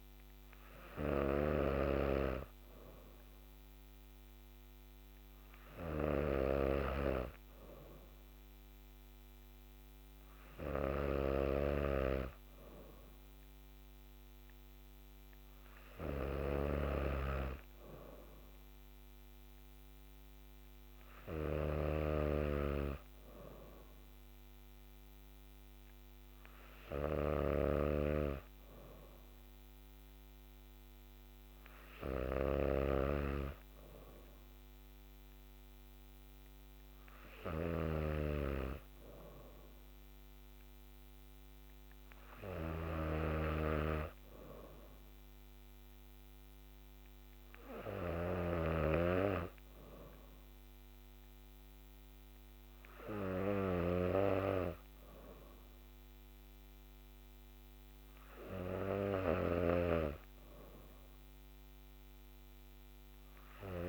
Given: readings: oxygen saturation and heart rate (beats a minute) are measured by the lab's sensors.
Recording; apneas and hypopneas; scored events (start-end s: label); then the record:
breathing in sleep by a microphone on the trachea; none
0.00-16.50 s: snoring (device-marked)
27.00-63.89 s: snoring (device-marked)
From the record:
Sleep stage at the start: N3 (deep sleep); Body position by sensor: on the back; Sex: female